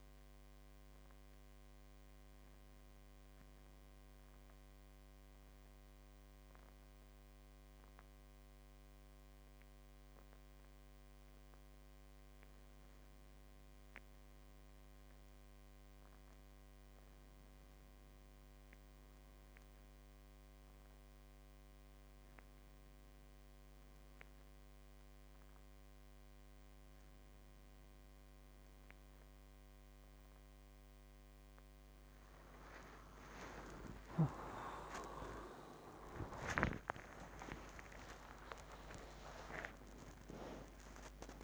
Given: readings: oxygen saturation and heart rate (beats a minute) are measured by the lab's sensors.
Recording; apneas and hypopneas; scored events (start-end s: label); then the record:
a person awake in a sleep study, by a microphone on the trachea; none
none scored
From the record:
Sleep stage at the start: awake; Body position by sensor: on the back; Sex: male